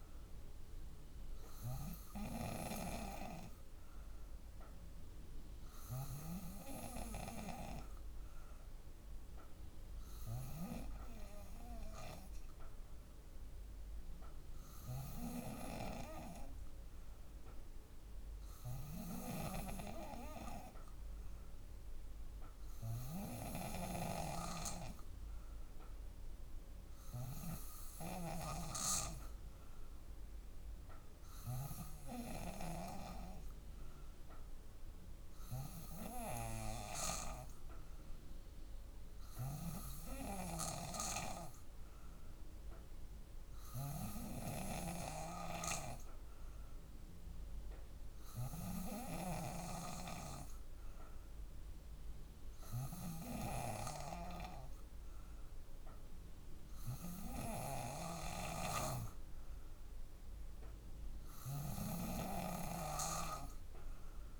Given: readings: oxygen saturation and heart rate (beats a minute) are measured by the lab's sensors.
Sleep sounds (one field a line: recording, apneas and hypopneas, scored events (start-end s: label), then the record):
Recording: breathing in sleep by a room microphone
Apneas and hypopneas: none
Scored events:
37.00-46.00 s: drop in pulse transit time (device-marked, heart rate 59 before, 58 extreme)
57.00-64.40 s: drop in pulse transit time (device-marked, heart rate 59 before, 58 extreme)
58.00-64.40 s: snoring (device-marked)
From the record:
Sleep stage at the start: N2 (light sleep)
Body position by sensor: on the back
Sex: female